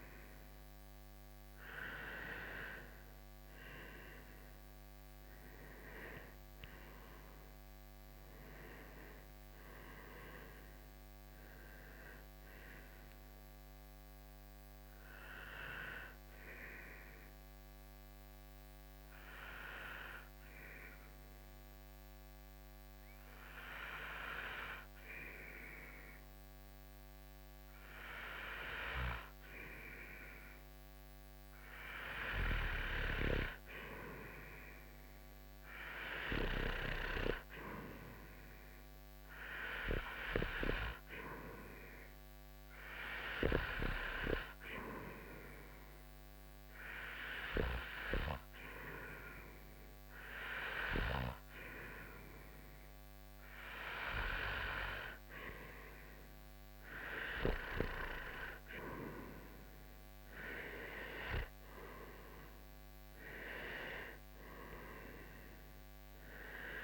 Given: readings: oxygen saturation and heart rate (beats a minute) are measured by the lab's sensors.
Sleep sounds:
breathing in sleep by a microphone on the trachea; 1
0.00-9.50 s: oxygen desaturation (device-marked, oxygen 91% lowest, heart rate 67 extreme)
18.00-32.00 s: hypopnea (oxygen 94% before, 90% lowest, heart rate 74 before, 67 extreme, up 7 after)
35.00-39.00 s: arousal
43.50-58.50 s: oxygen desaturation (device-marked, oxygen 96% before, 91% lowest, heart rate 70 before, 63 extreme)
57.00-60.00 s: arousal
From the record:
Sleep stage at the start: N2 (light sleep); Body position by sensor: on the front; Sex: male

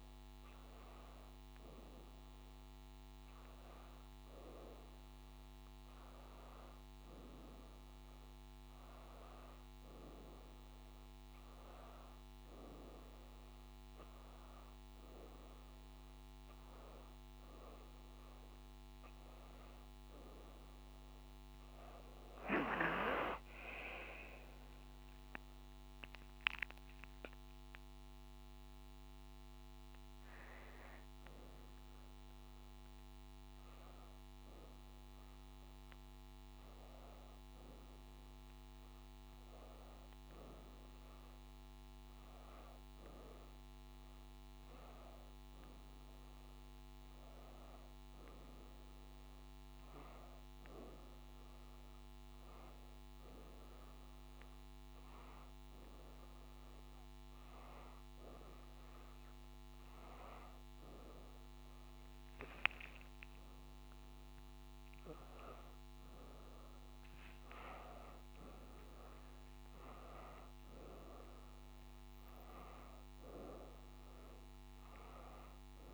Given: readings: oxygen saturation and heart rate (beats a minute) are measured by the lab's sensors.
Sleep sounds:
a person awake in a sleep study, by a microphone on the trachea; none
64.50-75.94 s: oxygen desaturation (device-marked, oxygen 96% before, 92% lowest, heart rate 81 before, 81 extreme)
From the record:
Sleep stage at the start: awake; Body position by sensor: on the back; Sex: female

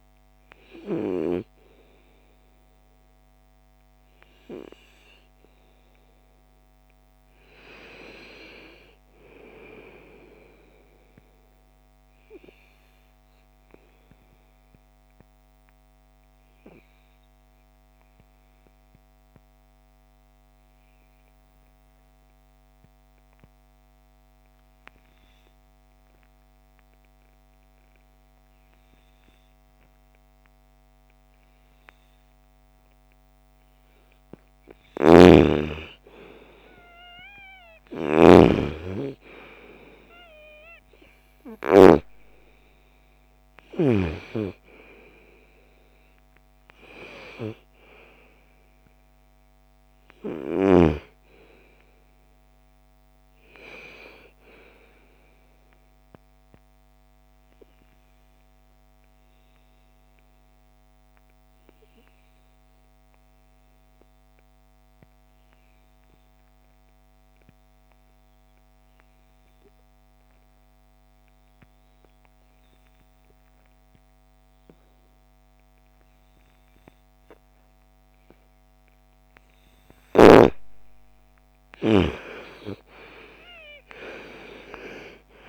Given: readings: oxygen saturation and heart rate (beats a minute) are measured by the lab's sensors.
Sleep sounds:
breathing in sleep by a microphone on the trachea; 2
0.00-12.00 s: oxygen desaturation (device-marked, oxygen 87% lowest, heart rate 53 extreme)
11.00-33.00 s: obstructive apnea (oxygen 97% before, 84% lowest, heart rate 64 before, 53 extreme, up 2 after)
30.00-55.00 s: oxygen desaturation (device-marked, oxygen 98% before, 86% lowest, heart rate 60 before, 43 extreme)
34.00-41.00 s: snoring (device-marked)
35.00-39.00 s: arousal
55.00-78.50 s: obstructive apnea (oxygen 98% before, 83% lowest, heart rate 66 before, 43 extreme, up 28 after)
75.00-85.49 s: oxygen desaturation (device-marked, oxygen 98% before, 83% lowest, heart rate 59 before, 49 extreme)
81.50-85.49 s: arousal
From the record:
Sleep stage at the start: N2 (light sleep); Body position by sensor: on the right side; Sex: female

